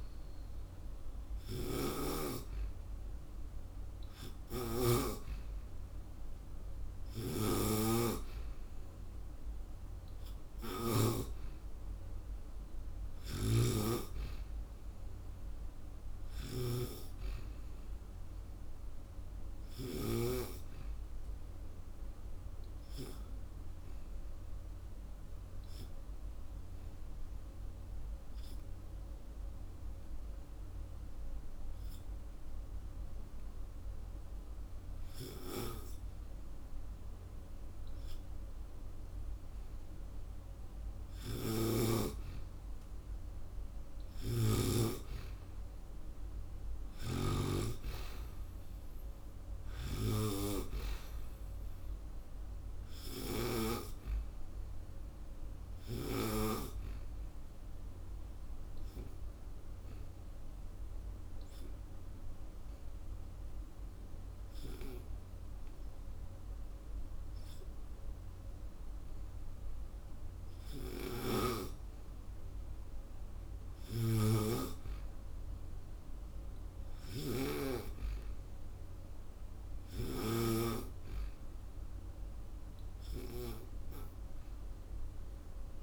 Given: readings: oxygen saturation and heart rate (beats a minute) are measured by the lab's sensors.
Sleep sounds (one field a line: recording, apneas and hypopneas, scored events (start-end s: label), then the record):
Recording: breathing in sleep by a room microphone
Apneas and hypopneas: 2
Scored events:
0.00-1.00 s: arousal
1.00-4.50 s: snoring (device-marked)
4.00-30.00 s: oxygen desaturation (device-marked, oxygen 98% before, 90% lowest)
13.00-20.00 s: snoring (device-marked)
23.50-36.50 s: obstructive apnea (oxygen 98% before, 90% lowest)
39.00-43.00 s: arousal
41.00-44.50 s: snoring (device-marked)
53.50-73.00 s: obstructive apnea (oxygen 96% before, 92% lowest)
55.00-73.00 s: oxygen desaturation (device-marked, oxygen 96% before, 92% lowest)
73.50-77.00 s: snoring (device-marked)
75.50-80.00 s: arousal
From the record:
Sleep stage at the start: N2 (light sleep)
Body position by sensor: on the back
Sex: female